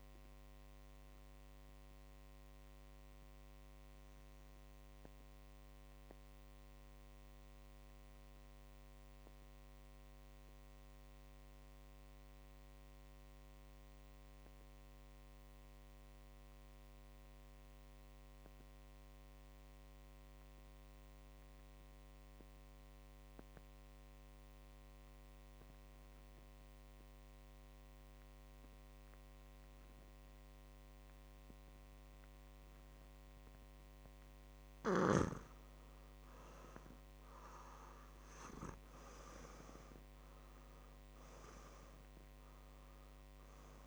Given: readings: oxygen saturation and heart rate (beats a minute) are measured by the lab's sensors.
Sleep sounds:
breathing in sleep by a microphone on the trachea; 1
0.00-16.00 s: oxygen desaturation (device-marked, oxygen 88% lowest, heart rate 57 extreme)
1.50-34.50 s: obstructive apnea (oxygen 99% before, 88% lowest, heart rate 62 before, 55 extreme, up 8 after)
30.00-43.87 s: oxygen desaturation (device-marked, oxygen 99% before, 89% lowest, heart rate 59 before, 55 extreme)
37.00-41.00 s: arousal
From the record:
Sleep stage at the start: N2 (light sleep); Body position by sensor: on the back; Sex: male

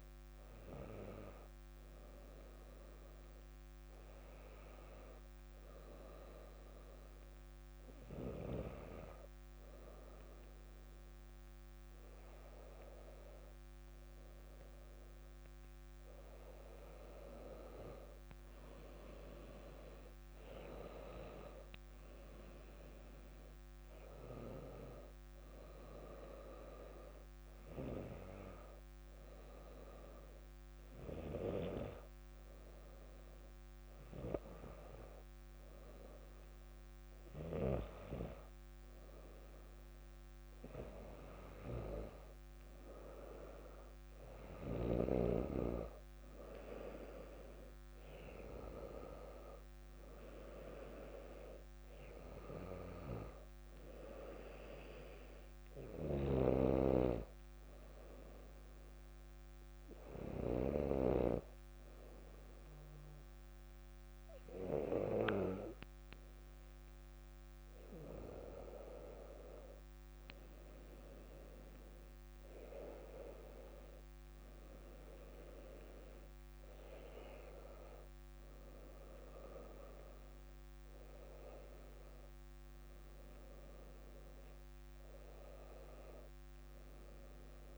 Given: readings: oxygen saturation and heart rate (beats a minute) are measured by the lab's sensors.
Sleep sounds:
breathing in sleep by a microphone on the trachea; 3
1.00-12.00 s: hypopnea (oxygen 97% before, 95% lowest, heart rate 61 before, 58 extreme, up 1 after)
14.50-17.50 s: arousal
28.00-41.00 s: hypopnea (oxygen 98% before, 95% lowest, heart rate 60 before, 57 extreme, up 3 after)
45.50-60.50 s: oxygen desaturation (device-marked, oxygen 99% before, 95% lowest, heart rate 60 before, 57 extreme)
55.50-67.50 s: hypopnea (oxygen 99% before, 94% lowest, heart rate 60 before, 56 extreme, up 3 after)
69.50-74.00 s: arousal
From the record:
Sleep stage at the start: N2 (light sleep); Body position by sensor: on the back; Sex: female

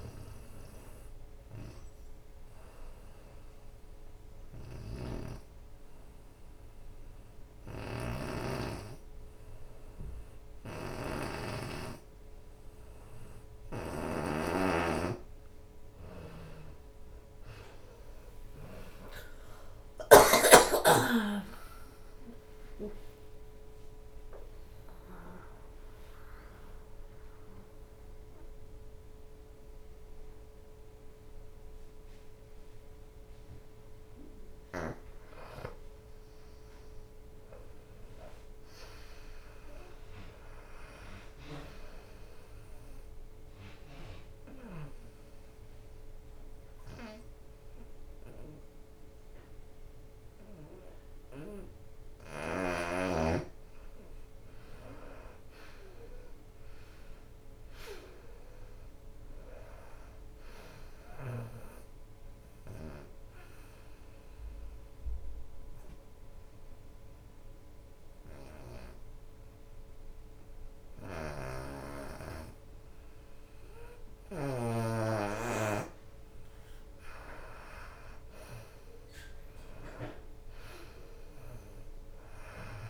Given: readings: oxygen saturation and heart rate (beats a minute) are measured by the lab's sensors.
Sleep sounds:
breathing in sleep by a room microphone; 3
0.00-1.00 s: long interval between heartbeats (device-marked, heart rate 66 extreme)
0.00-3.50 s: drop in pulse transit time (device-marked, heart rate 48 extreme)
0.00-8.50 s: bradycardia (device-marked, heart rate 31 extreme)
0.00-10.50 s: oxygen desaturation (device-marked, oxygen 83% lowest, heart rate 31 extreme)
2.00-13.00 s: hypopnea (oxygen 92% before, 81% lowest, heart rate 60 before, 38 extreme, up 45 after)
5.00-7.00 s: long interval between heartbeats (device-marked, heart rate 58 before, 37 extreme)
15.50-22.00 s: arousal
16.50-18.50 s: long interval between heartbeats (device-marked, heart rate 56 before, 68 extreme)
17.50-41.50 s: oxygen desaturation (device-marked, oxygen 92% before, 81% lowest, heart rate 56 before, 50 extreme)
20.00-22.00 s: long interval between heartbeats (device-marked, heart rate 57 before, 76 extreme)
21.50-32.50 s: drop in pulse transit time (device-marked, heart rate 58 before, 68 extreme)
32.00-34.00 s: long interval between heartbeats (device-marked, heart rate 78 before, 88 extreme)
33.50-35.50 s: bradycardia (device-marked, heart rate 78 before, 67 extreme)
35.00-37.00 s: long interval between heartbeats (device-marked, heart rate 80 before, 67 extreme)
42.50-52.50 s: obstructive apnea (oxygen 94% before, 84% lowest, heart rate 77 before, 50 extreme, up 5 after)
46.50-48.50 s: long interval between heartbeats (device-marked, heart rate 77 before, 74 extreme)
49.00-51.00 s: long interval between heartbeats (device-marked, heart rate 76 before, 73 extreme)
54.00-59.50 s: arousal
55.00-57.00 s: long interval between heartbeats (device-marked, heart rate 69 before, 65 extreme)
56.50-73.50 s: oxygen desaturation (device-marked, oxygen 93% before, 84% lowest, heart rate 69 before, 55 extreme)
57.00-59.00 s: long interval between heartbeats (device-marked, heart rate 69 before, 67 extreme)
58.50-65.50 s: bradycardia (device-marked, heart rate 80 before, 50 extreme)
60.00-62.00 s: long interval between heartbeats (device-marked, heart rate 70 before, 64 extreme)
64.50-76.50 s: obstructive apnea (oxygen 96% before, 82% lowest, heart rate 66 before, 58 extreme, up 12 after)
78.00-82.50 s: arousal
78.50-82.90 s: drop in pulse transit time (device-marked, heart rate 65 before, 61 extreme)
78.50-82.90 s: oxygen desaturation (device-marked, oxygen 94% before, 84% lowest, heart rate 65 before, 46 extreme)
80.00-82.00 s: long interval between heartbeats (device-marked, heart rate 66 before, 80 extreme)
From the record:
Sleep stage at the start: N2 (light sleep); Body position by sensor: on the right side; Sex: female

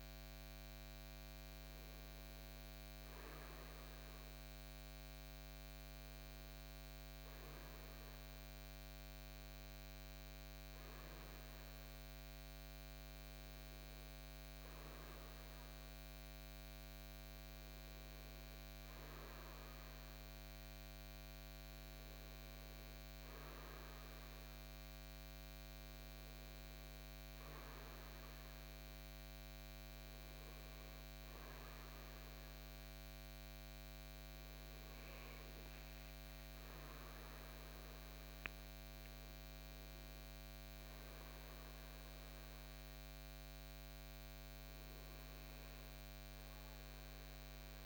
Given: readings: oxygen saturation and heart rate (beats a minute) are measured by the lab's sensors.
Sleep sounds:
breathing in sleep, hard to hear, by a microphone on the trachea; none
35.00-39.00 s: arousal
From the record:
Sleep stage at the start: REM sleep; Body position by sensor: on the front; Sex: male

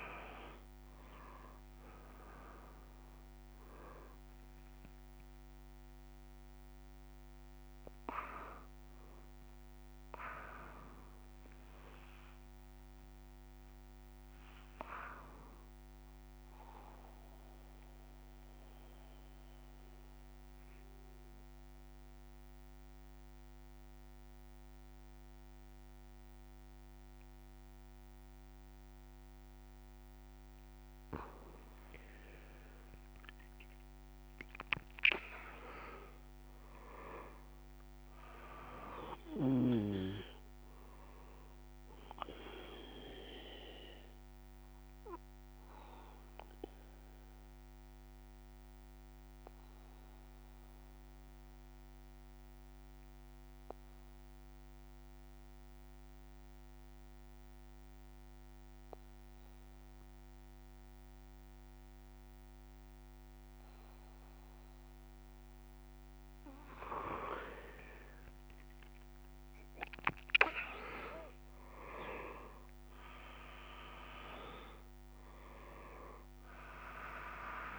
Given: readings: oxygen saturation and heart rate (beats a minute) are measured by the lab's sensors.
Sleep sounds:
breathing in sleep by a microphone on the trachea; 2
0.00-6.00 s: oxygen desaturation (device-marked, oxygen 99% before, 95% lowest)
16.50-31.00 s: central apnea (oxygen 99% before, 94% lowest)
41.00-58.00 s: oxygen desaturation (device-marked, oxygen 100% before, 96% lowest)
44.50-66.00 s: obstructive apnea (oxygen 100% before, 94% lowest)
From the record:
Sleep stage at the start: N1 (lightest sleep); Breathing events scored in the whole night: 235 in 4.8 hours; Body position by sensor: on the back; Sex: male

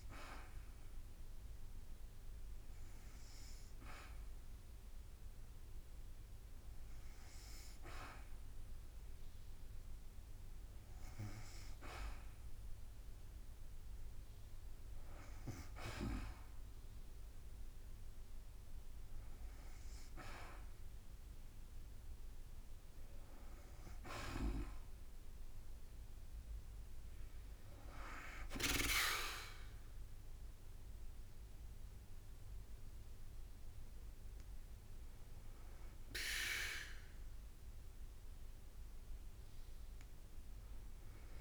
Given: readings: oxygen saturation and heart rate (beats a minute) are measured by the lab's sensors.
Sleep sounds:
breathing in sleep by a room microphone; none
0.00-13.00 s: oxygen desaturation (device-marked, oxygen 86% lowest, heart rate 57 extreme)
30.00-41.41 s: drop in pulse transit time (device-marked, heart rate 58 before, 53 extreme)
36.00-41.00 s: arousal
From the record:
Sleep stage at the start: N2 (light sleep); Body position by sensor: on the back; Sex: female

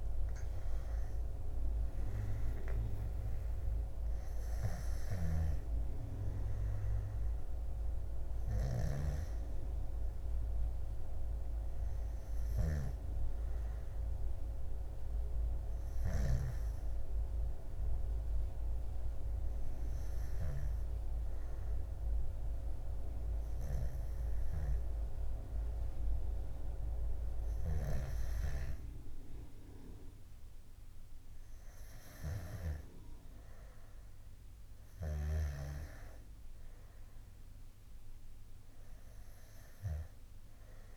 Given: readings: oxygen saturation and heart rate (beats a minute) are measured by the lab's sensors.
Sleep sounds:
a person partly awake in a sleep study, by a room microphone; none
12.00-40.97 s: new sleep stage, N2 (light sleep)
From the record:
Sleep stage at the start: awake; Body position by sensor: on the back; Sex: male

